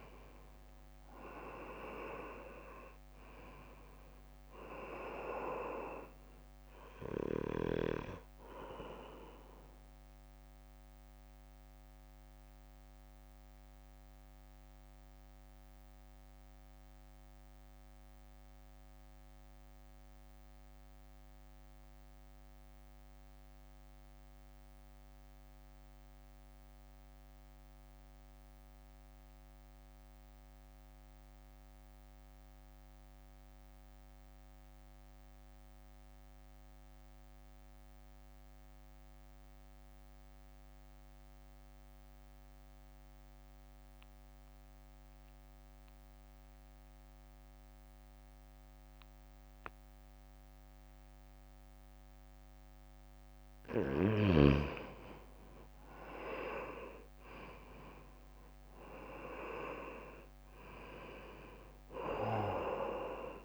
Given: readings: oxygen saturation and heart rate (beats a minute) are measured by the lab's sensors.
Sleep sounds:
breathing in sleep by a microphone on the trachea; 1
0.00-4.00 s: arousal
0.00-7.00 s: oxygen desaturation (device-marked, oxygen 89% lowest, heart rate 54 extreme)
0.00-13.00 s: drop in pulse transit time (device-marked, heart rate 55 extreme)
10.50-52.50 s: mixed apnea (oxygen 98% before, 83% lowest, heart rate 61 before, 52 extreme, up 9 after)
19.00-33.00 s: oxygen desaturation (device-marked, oxygen 90% before, 83% lowest, heart rate 60 before, 53 extreme)
56.00-59.50 s: arousal
57.00-63.45 s: drop in pulse transit time (device-marked, heart rate 57 before, 52 extreme)
59.00-63.45 s: oxygen desaturation (device-marked, oxygen 95% before, 83% lowest, heart rate 56 before, 51 extreme)
From the record:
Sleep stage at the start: N2 (light sleep); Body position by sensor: on the right side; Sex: male

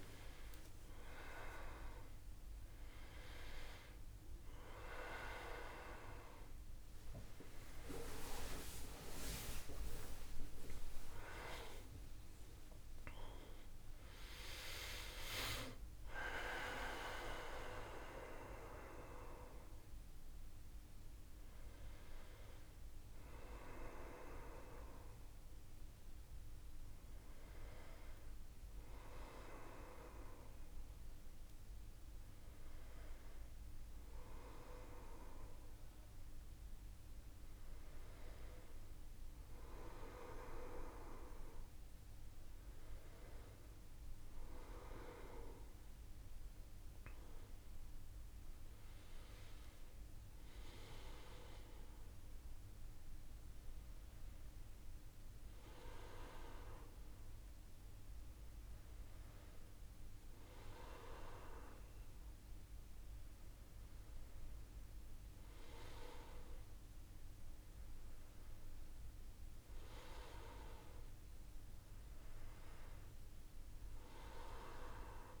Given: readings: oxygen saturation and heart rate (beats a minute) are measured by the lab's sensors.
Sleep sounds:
a person partly awake in a sleep study, by a room microphone; none
13.00-75.40 s: new sleep stage, N1 (lightest sleep)
From the record:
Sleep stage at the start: awake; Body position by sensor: on the back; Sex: male

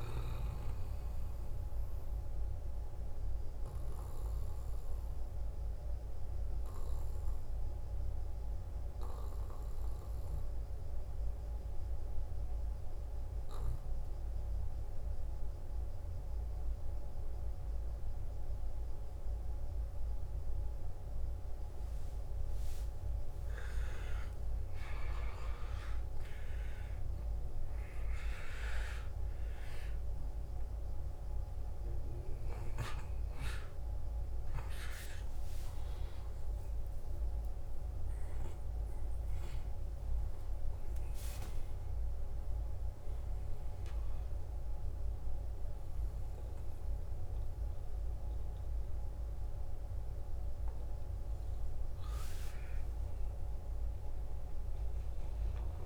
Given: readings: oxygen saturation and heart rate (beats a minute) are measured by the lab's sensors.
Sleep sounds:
breathing in sleep, hard to hear, by a room microphone; 1
0.00-2.50 s: oxygen desaturation (device-marked, oxygen 86% lowest, heart rate 54 extreme)
4.00-22.50 s: central apnea (oxygen 98% before, 92% lowest, heart rate 60 before, 54 extreme, up 13 after)
23.00-27.00 s: arousal
25.50-49.50 s: oxygen desaturation (device-marked, oxygen 98% before, 92% lowest, heart rate 55 before, 56 extreme)
52.50-55.86 s: arousal
From the record:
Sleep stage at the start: N2 (light sleep); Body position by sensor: on the back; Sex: male

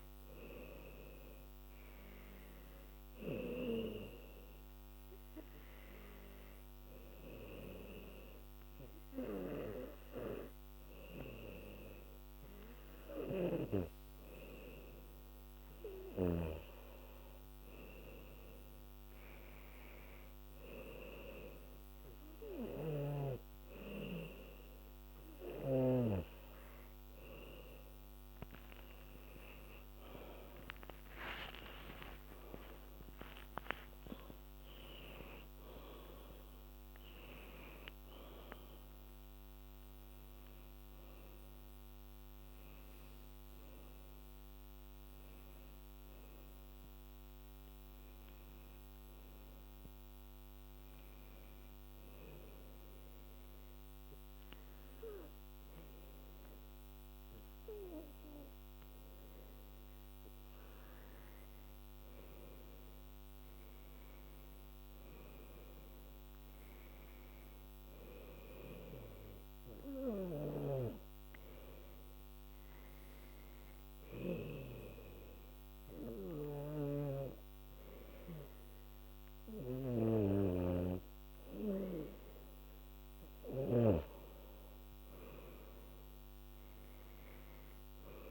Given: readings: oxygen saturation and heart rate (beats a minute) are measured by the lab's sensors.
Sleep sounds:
breathing in sleep by a microphone on the trachea; 3
0.00-11.00 s: oxygen desaturation (device-marked, oxygen 94% lowest, heart rate 83 extreme)
4.50-15.50 s: hypopnea (oxygen 98% before, 93% lowest, heart rate 88 before, 84 extreme, up 7 after)
28.50-30.50 s: long interval between heartbeats (device-marked, heart rate 87 before, 95 extreme)
32.00-38.00 s: arousal
50.50-61.50 s: hypopnea (oxygen 98% before, 93% lowest, heart rate 96 before, 83 extreme, up 5 after)
63.00-75.00 s: oxygen desaturation (device-marked, oxygen 98% before, 93% lowest, heart rate 88 before, 83 extreme)
63.50-67.00 s: arousal
70.00-82.50 s: hypopnea (oxygen 98% before, 94% lowest, heart rate 87 before, 83 extreme, up 8 after)
86.00-88.31 s: arousal
From the record:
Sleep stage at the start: N2 (light sleep); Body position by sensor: on the back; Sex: female

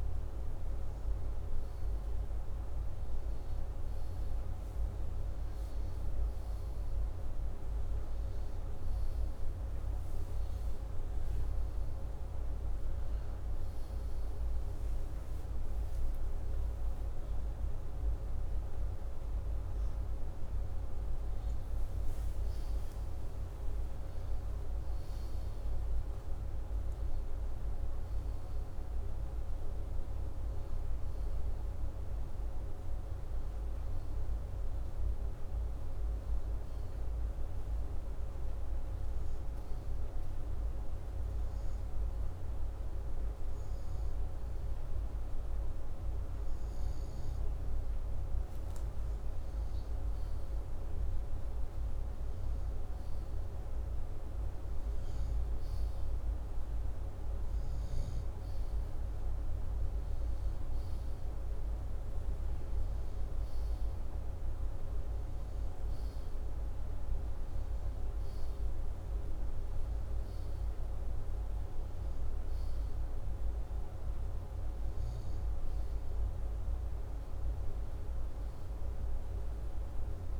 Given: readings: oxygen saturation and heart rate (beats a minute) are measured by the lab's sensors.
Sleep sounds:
breathing in sleep, hard to hear, by a room microphone; none
17.00-21.50 s: arousal
51.00-56.00 s: arousal
From the record:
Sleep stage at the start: N2 (light sleep); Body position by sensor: upright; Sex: male

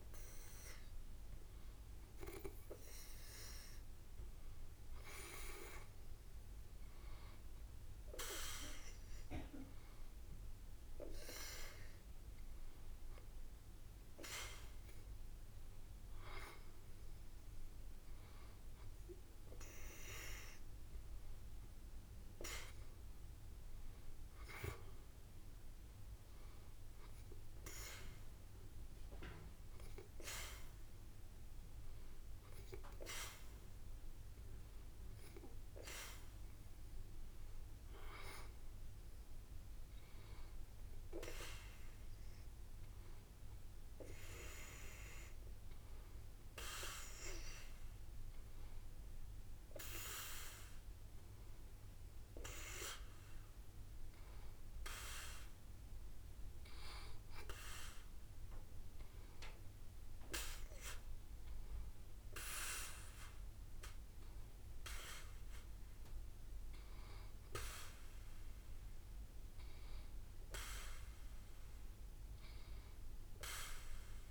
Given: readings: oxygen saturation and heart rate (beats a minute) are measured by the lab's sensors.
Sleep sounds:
breathing in sleep by a room microphone; none
none scored
From the record:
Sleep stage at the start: N2 (light sleep); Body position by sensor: on the back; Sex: female

